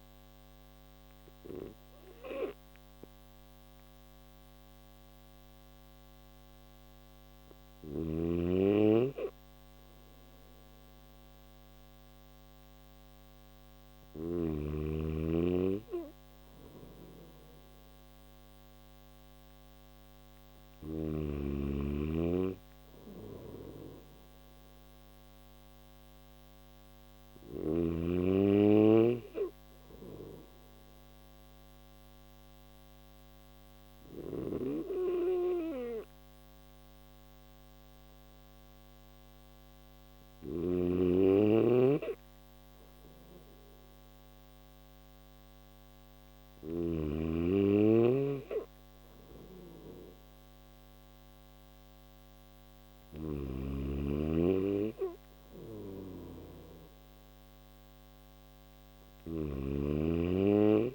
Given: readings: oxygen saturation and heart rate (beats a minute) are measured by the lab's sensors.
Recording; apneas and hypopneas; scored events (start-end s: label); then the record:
breathing in sleep by a microphone on the trachea; none
33.00-39.50 s: snoring (device-marked)
52.00-58.50 s: snoring (device-marked)
From the record:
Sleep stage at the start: N3 (deep sleep); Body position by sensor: on the back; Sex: male